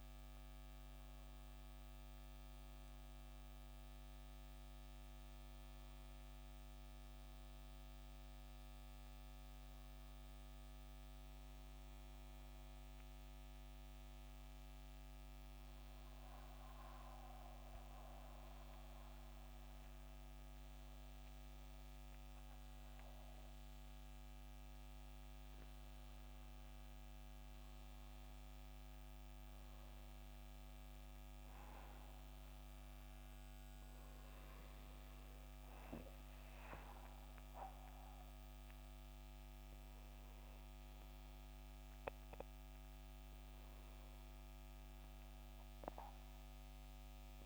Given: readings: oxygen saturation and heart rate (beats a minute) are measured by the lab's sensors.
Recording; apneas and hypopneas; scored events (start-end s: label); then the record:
breathing in sleep, hard to hear, by a microphone on the trachea; 1
0.00-5.50 s: oxygen desaturation (device-marked, oxygen 81% lowest, heart rate 69 extreme)
6.50-11.00 s: arousal
15.00-25.00 s: central apnea (oxygen 93% before, 85% lowest, heart rate 76 before, 69 extreme, up 4 after)
27.00-29.50 s: arousal
31.50-47.46 s: oxygen desaturation (device-marked, oxygen 92% before, 86% lowest, heart rate 73 before, 69 extreme)
From the record:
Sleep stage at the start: N2 (light sleep); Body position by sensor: on the back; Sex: male